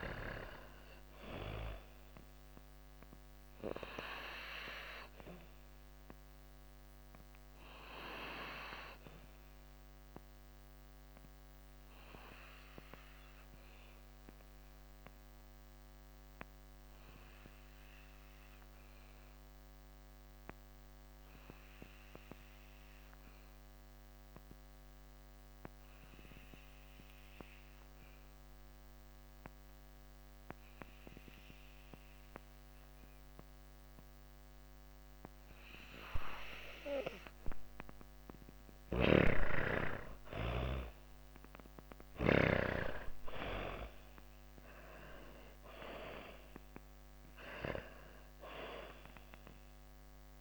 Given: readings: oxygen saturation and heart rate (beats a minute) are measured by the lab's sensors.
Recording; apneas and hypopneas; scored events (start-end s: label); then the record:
breathing in sleep by a microphone on the trachea; 1
0.00-20.50 s: oxygen desaturation (device-marked, oxygen 90% lowest)
3.00-35.50 s: obstructive apnea (oxygen 98% before, 82% lowest)
33.50-50.41 s: oxygen desaturation (device-marked, oxygen 97% before, 82% lowest)
37.50-41.50 s: snoring (device-marked)
39.50-44.50 s: arousal
From the record:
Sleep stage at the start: N2 (light sleep); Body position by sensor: on the back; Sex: female